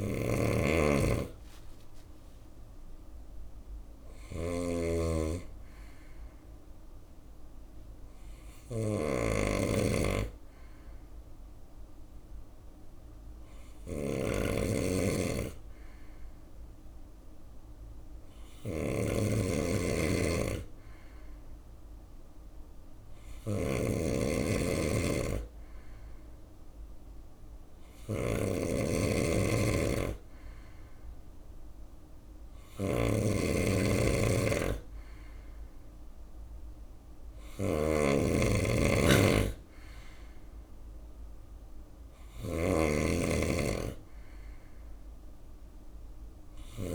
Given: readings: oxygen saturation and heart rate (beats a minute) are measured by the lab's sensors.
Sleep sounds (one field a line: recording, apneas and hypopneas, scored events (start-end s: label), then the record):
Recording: breathing in sleep by a room microphone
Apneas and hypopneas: 1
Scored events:
0.00-46.95 s: snoring (device-marked)
1.00-5.00 s: arousal
10.50-24.00 s: hypopnea (oxygen 96% before, 93% lowest, heart rate 74 before, 69 extreme, up 4 after)
26.00-29.50 s: arousal
39.00-46.95 s: drop in pulse transit time (device-marked, heart rate 72 before, 69 extreme)
From the record:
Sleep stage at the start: N3 (deep sleep)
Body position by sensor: on the right side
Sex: male